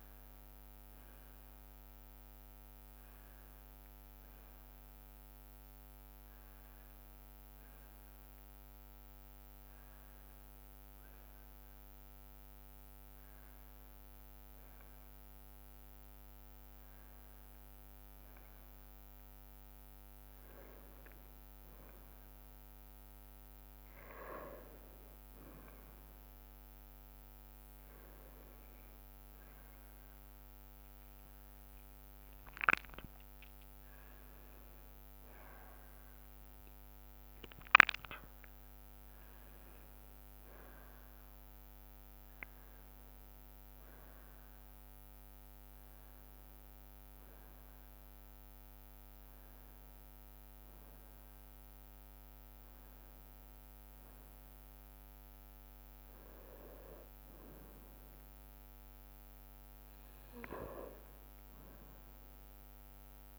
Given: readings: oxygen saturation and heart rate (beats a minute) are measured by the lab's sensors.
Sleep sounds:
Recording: a person awake in a sleep study, by a microphone on the trachea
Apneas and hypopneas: none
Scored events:
none scored
From the record:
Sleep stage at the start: awake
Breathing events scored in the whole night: 332 in 4.6 hours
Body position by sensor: on the right side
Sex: female

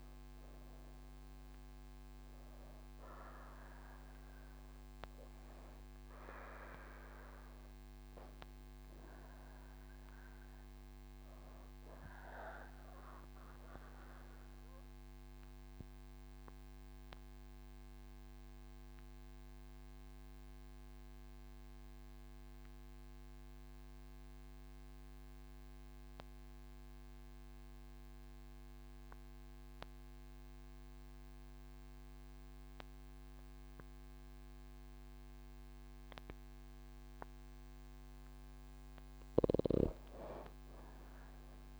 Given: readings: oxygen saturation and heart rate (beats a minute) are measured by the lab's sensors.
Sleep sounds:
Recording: breathing in sleep by a microphone on the trachea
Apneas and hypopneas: none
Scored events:
4.00-22.00 s: oxygen desaturation (device-marked, oxygen 94% before, 88% lowest)
From the record:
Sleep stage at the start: N3 (deep sleep)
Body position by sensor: on the right side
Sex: female

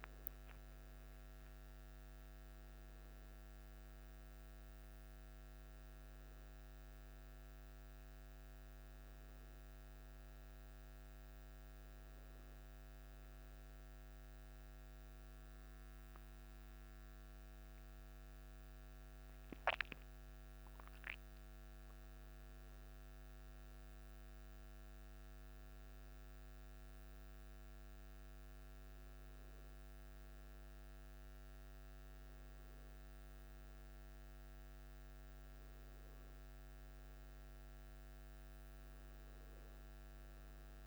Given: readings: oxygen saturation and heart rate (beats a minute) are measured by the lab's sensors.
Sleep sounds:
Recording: breathing in sleep, hard to hear, by a microphone on the trachea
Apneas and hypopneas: none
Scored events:
18.00-22.00 s: arousal
From the record:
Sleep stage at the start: N1 (lightest sleep)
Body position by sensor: on the back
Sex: male

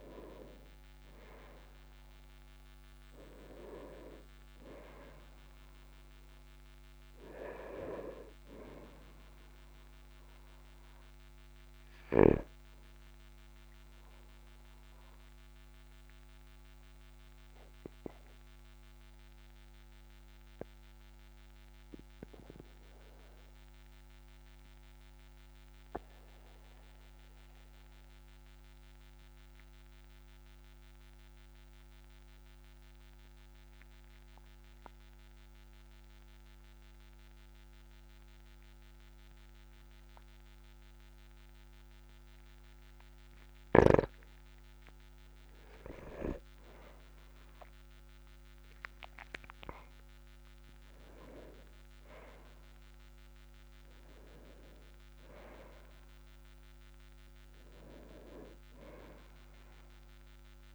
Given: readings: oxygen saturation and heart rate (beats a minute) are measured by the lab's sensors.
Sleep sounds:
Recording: breathing in sleep by a microphone on the trachea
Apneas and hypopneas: 1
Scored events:
15.00-45.50 s: obstructive apnea (oxygen 99% before, 94% lowest, heart rate 48 before, 38 extreme, up 3 after)
17.00-32.00 s: oxygen desaturation (device-marked, oxygen 98% before, 94% lowest, heart rate 48 before, 38 extreme)
47.00-49.50 s: arousal
From the record:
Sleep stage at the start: N2 (light sleep)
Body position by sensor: on the back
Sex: male

